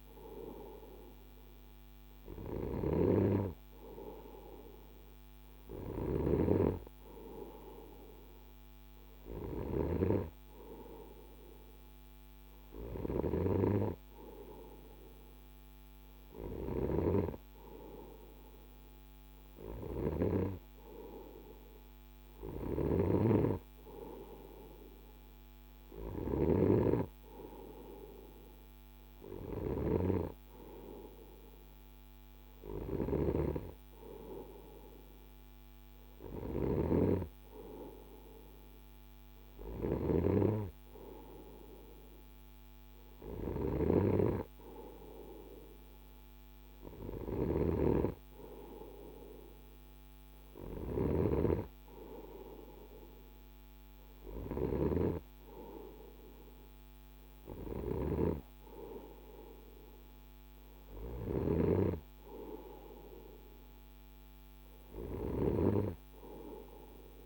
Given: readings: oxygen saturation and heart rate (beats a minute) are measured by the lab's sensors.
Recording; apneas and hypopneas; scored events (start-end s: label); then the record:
breathing in sleep by a microphone on the trachea; none
22.00-26.00 s: snoring (device-marked)
39.00-54.00 s: snoring (device-marked)
From the record:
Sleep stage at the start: N2 (light sleep); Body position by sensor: on the right side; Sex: male